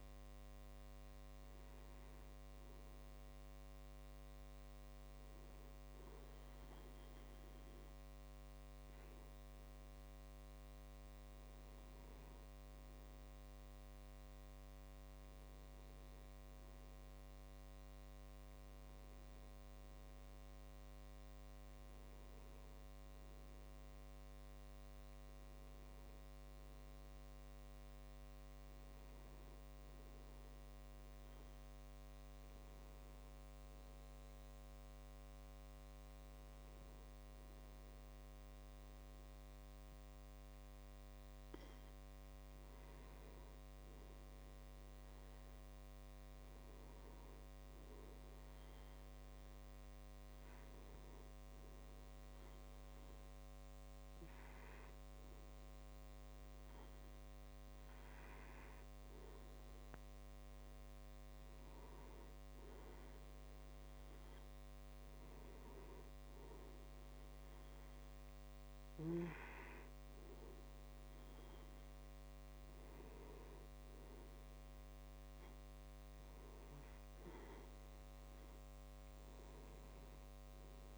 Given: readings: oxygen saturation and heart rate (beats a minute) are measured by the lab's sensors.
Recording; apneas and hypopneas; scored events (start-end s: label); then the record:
breathing in sleep, hard to hear, by a microphone on the trachea; none
31.00-80.98 s: new sleep stage, N2 (light sleep)
From the record:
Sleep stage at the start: N1 (lightest sleep); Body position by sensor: on the back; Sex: male